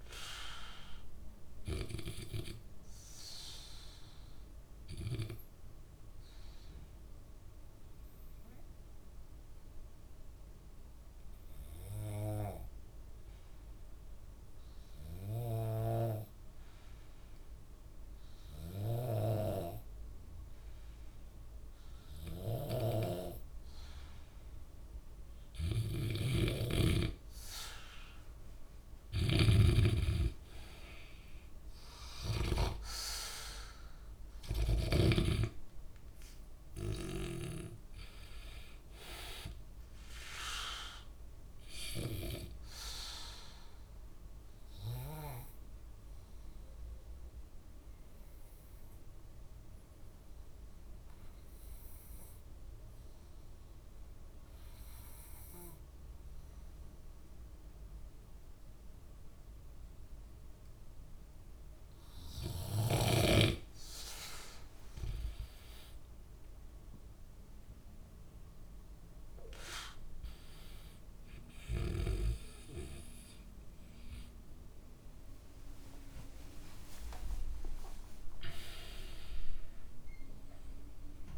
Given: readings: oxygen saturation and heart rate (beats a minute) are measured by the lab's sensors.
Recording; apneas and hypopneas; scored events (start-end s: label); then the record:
breathing in sleep by a room microphone; 2
0.00-10.50 s: oxygen desaturation (device-marked, oxygen 88% lowest, heart rate 58 extreme)
2.00-26.00 s: obstructive apnea (oxygen 97% before, 89% lowest, heart rate 66 before, 61 extreme, up 4 after)
23.50-54.50 s: oxygen desaturation (device-marked, oxygen 97% before, 89% lowest, heart rate 64 before, 63 extreme)
29.50-33.00 s: snoring (device-marked)
34.00-37.50 s: arousal
42.50-62.50 s: obstructive apnea (oxygen 98% before, 89% lowest, heart rate 67 before, 63 extreme, up 8 after)
66.50-81.38 s: oxygen desaturation (device-marked, oxygen 98% before, 92% lowest, heart rate 65 before, 58 extreme)
73.00-77.00 s: arousal
From the record:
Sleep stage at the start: N2 (light sleep); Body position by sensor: on the back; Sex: male